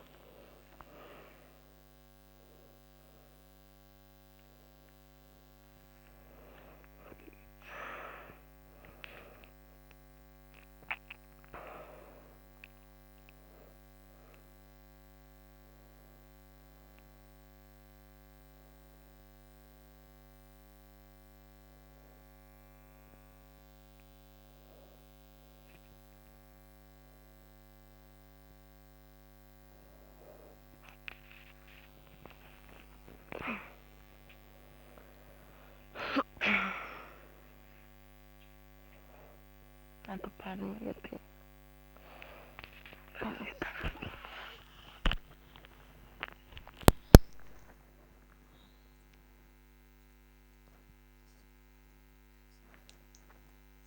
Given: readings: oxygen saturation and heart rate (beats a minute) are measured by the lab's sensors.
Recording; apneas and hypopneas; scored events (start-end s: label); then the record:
a person awake in a sleep study, by a microphone on the trachea; none
none scored
From the record:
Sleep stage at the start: awake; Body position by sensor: on the back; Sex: female